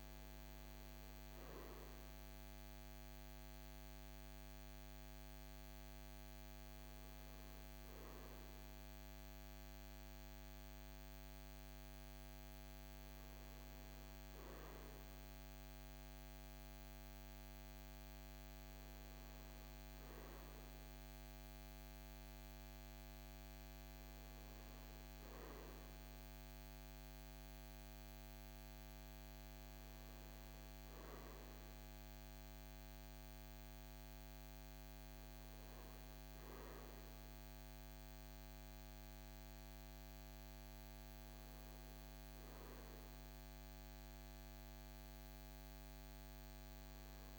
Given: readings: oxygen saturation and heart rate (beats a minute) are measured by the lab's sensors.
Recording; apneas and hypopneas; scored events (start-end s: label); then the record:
breathing in sleep, hard to hear, by a microphone on the trachea; none
none scored
From the record:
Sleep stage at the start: N2 (light sleep); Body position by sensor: on the right side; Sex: male